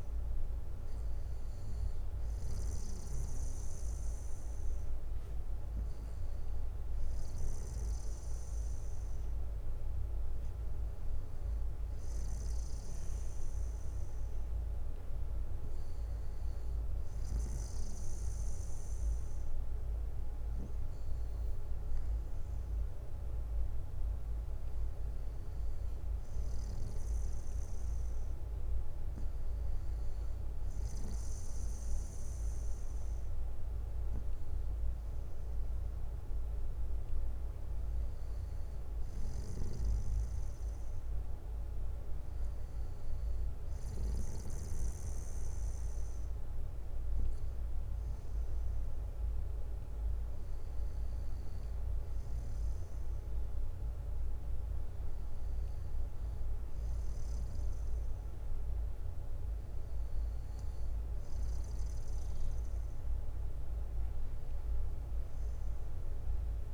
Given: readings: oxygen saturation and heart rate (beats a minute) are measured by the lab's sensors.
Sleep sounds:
breathing in sleep, hard to hear, by a room microphone; none
26.00-28.00 s: bradycardia (device-marked, heart rate 61 before, 62 extreme)
48.00-50.00 s: bradycardia (device-marked, heart rate 61 before, 61 extreme)
52.00-55.00 s: bradycardia (device-marked, heart rate 61 before, 57 extreme)
57.00-59.00 s: bradycardia (device-marked, heart rate 61 before, 58 extreme)
63.00-65.00 s: bradycardia (device-marked, heart rate 61 before, 61 extreme)
From the record:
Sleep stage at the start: N2 (light sleep); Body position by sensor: on the back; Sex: male

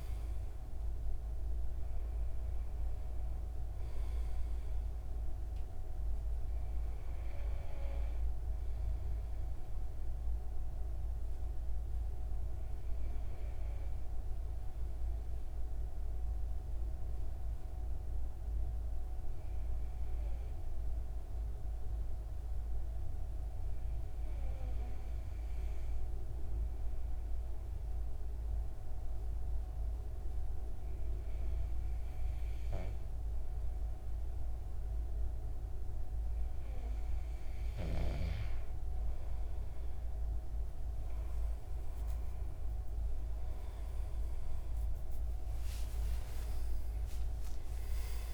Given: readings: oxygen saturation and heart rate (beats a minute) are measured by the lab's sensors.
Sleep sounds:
breathing in sleep, hard to hear, by a room microphone; 1
0.00-14.50 s: oxygen desaturation (device-marked, oxygen 94% lowest, heart rate 49 extreme)
11.50-36.00 s: obstructive apnea (oxygen 98% before, 91% lowest, heart rate 81 before, 65 extreme, up 21 after)
36.50-48.34 s: oxygen desaturation (device-marked, oxygen 97% before, 91% lowest, heart rate 70 before, 67 extreme)
44.00-48.34 s: arousal
From the record:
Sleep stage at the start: N2 (light sleep); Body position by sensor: on the back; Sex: male

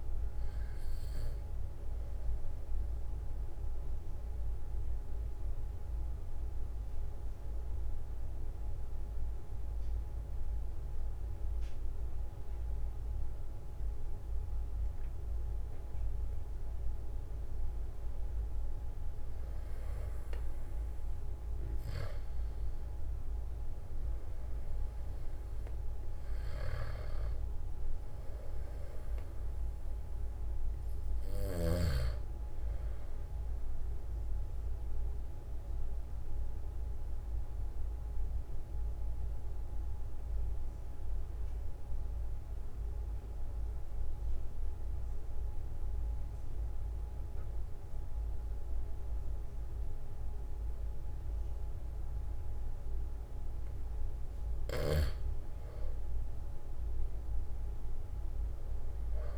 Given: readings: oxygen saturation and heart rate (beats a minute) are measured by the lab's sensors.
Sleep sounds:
breathing in sleep, hard to hear, by a room microphone; 2
0.00-12.50 s: oxygen desaturation (device-marked, oxygen 92% lowest, heart rate 43 extreme)
3.00-17.00 s: obstructive apnea (oxygen 97% before, 92% lowest, heart rate 45 before, 43 extreme, up 4 after)
21.50-26.50 s: arousal
34.50-54.50 s: obstructive apnea (oxygen 96% before, 93% lowest, heart rate 46 before, 43 extreme, up 5 after)
57.50-59.38 s: arousal
From the record:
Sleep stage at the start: N2 (light sleep); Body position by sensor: on the back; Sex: male

